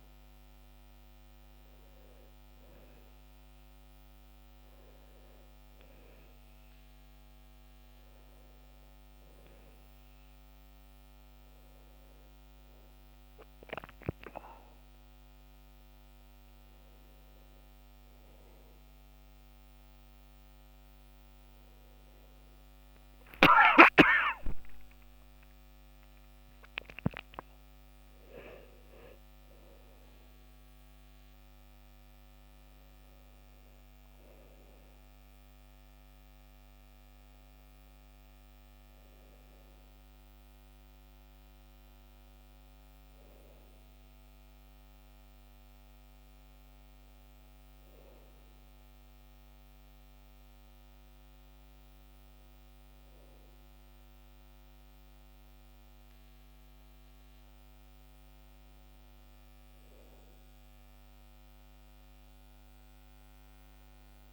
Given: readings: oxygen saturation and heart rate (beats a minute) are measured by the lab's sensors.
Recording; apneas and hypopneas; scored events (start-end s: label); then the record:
breathing in sleep by a microphone on the trachea; none
25.00-29.00 s: arousal
From the record:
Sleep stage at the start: REM sleep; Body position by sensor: on the back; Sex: male